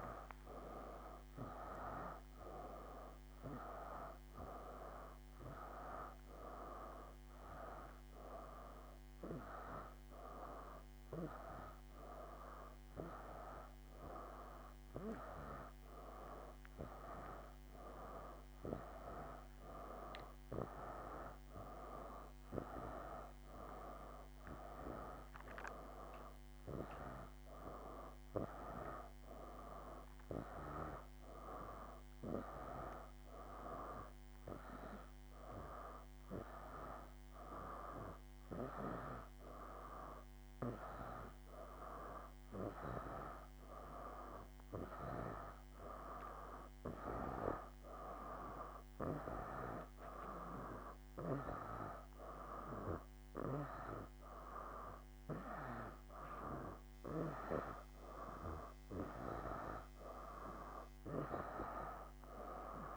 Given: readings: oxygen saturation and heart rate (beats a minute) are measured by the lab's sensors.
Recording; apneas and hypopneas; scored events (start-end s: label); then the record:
breathing in sleep by a microphone on the trachea; none
none scored
From the record:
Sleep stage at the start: N2 (light sleep); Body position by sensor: on the back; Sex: male